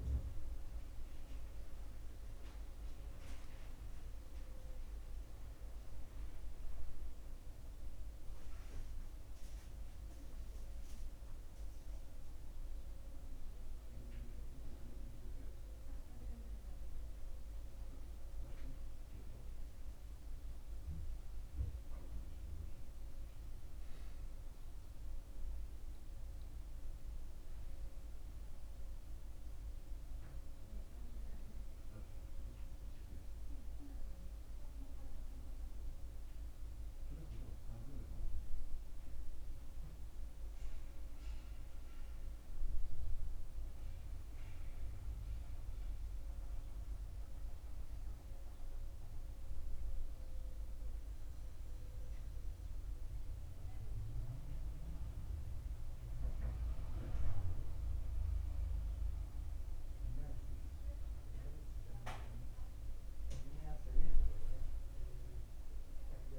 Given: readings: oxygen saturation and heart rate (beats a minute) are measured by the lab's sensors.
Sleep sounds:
breathing in sleep, hard to hear, by a room microphone; none
none scored
From the record:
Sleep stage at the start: N1 (lightest sleep); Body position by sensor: on the back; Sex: male

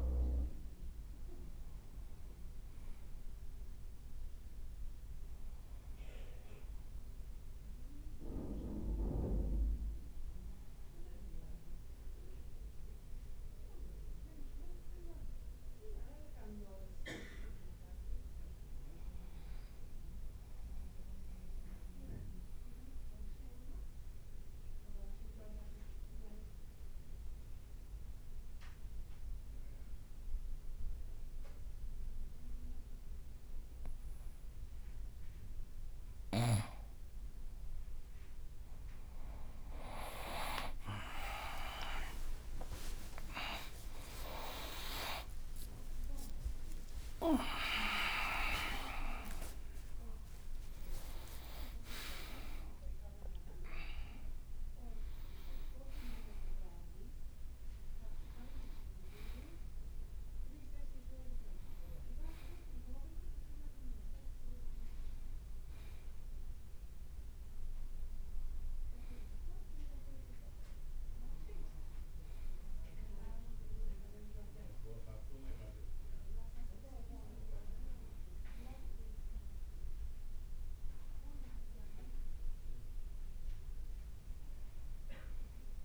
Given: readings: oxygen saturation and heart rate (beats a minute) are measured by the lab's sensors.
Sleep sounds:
breathing in sleep by a room microphone; 1
0.50-8.50 s: leg movement (device-marked)
12.50-33.50 s: obstructive apnea (oxygen 99% before, 93% lowest, heart rate 57 before, 53 extreme, up 3 after)
16.50-22.00 s: leg movement (device-marked)
23.00-24.50 s: leg movement (device-marked)
29.50-31.00 s: leg movement (device-marked)
31.50-36.50 s: leg movement (device-marked)
40.00-45.50 s: arousal
42.00-44.00 s: long interval between heartbeats (device-marked, heart rate 53 before, 65 extreme)
52.00-85.85 s: new sleep stage, N1 (lightest sleep)
From the record:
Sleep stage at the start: N2 (light sleep); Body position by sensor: on the right side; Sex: male

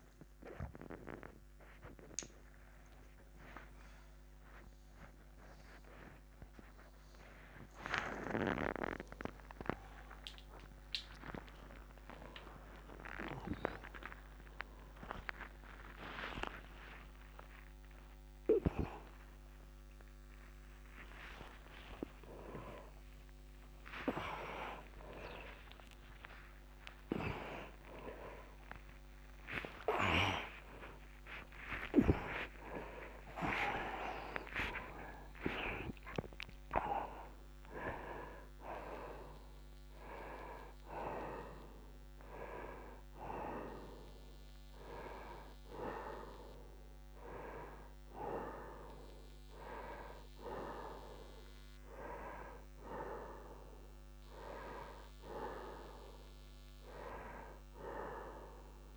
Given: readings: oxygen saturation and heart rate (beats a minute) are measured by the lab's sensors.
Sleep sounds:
a person partly awake in a sleep study, by a microphone on the trachea; none
0.00-9.50 s: oxygen desaturation (device-marked, oxygen 94% lowest, heart rate 83 extreme)
5.00-7.00 s: long interval between heartbeats (device-marked, heart rate 113 before, 129 extreme)
15.00-17.00 s: long interval between heartbeats (device-marked, heart rate 113 before, 148 extreme)
20.50-22.50 s: long interval between heartbeats (device-marked, heart rate 123 before, 91 extreme)
22.50-24.50 s: long interval between heartbeats (device-marked, heart rate 124 before, 94 extreme)
24.50-26.50 s: long interval between heartbeats (device-marked, heart rate 123 before, 109 extreme)
24.50-58.97 s: new sleep stage, N1 (lightest sleep)
28.00-30.00 s: long interval between heartbeats (device-marked, heart rate 119 before, 106 extreme)
31.00-33.00 s: long interval between heartbeats (device-marked, heart rate 115 before, 83 extreme)
From the record:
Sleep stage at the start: awake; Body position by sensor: on the right side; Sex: male

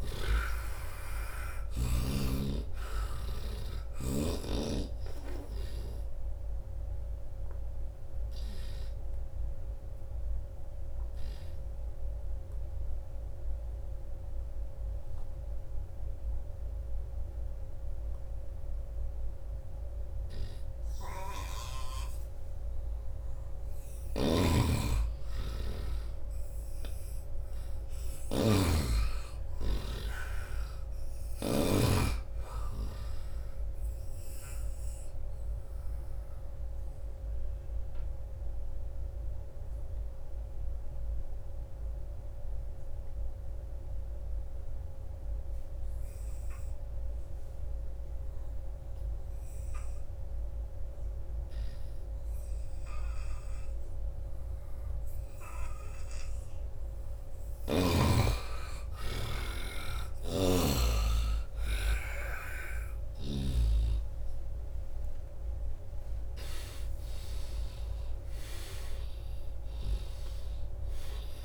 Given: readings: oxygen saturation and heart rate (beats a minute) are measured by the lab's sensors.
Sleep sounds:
breathing in sleep by a room microphone; 2
0.00-2.00 s: arousal
0.00-2.00 s: snoring (device-marked)
0.00-22.00 s: oxygen desaturation (device-marked, oxygen 78% lowest, heart rate 82 extreme)
6.50-22.50 s: obstructive apnea (oxygen 98% before, 78% lowest, heart rate 84 before, 83 extreme, up 5 after)
23.50-31.50 s: snoring (device-marked)
24.00-28.00 s: arousal
24.00-43.00 s: oxygen desaturation (device-marked, oxygen 96% before, 86% lowest, heart rate 88 before, 78 extreme)
34.50-56.00 s: obstructive apnea (oxygen 96% before, 82% lowest, heart rate 86 before, 78 extreme, up 9 after)
54.00-71.44 s: oxygen desaturation (device-marked, oxygen 97% before, 82% lowest, heart rate 84 before, 80 extreme)
57.50-61.00 s: arousal
59.50-63.50 s: snoring (device-marked)
69.50-71.44 s: snoring (device-marked)
From the record:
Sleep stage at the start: N2 (light sleep); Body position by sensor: on the right side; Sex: male

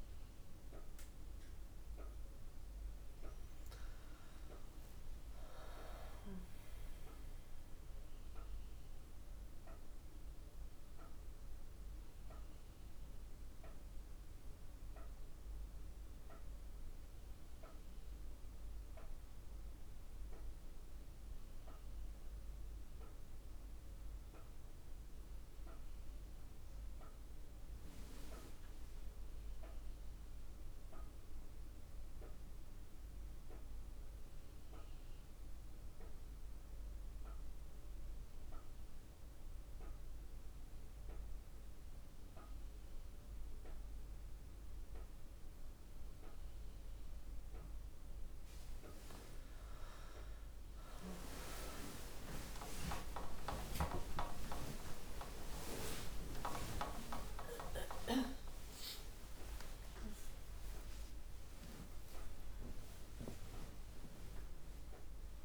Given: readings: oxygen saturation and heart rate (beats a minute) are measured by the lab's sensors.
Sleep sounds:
a person partly awake in a sleep study, by a room microphone; none
37.50-65.45 s: new sleep stage, awake
From the record:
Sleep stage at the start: N1 (lightest sleep); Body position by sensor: on the back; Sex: female

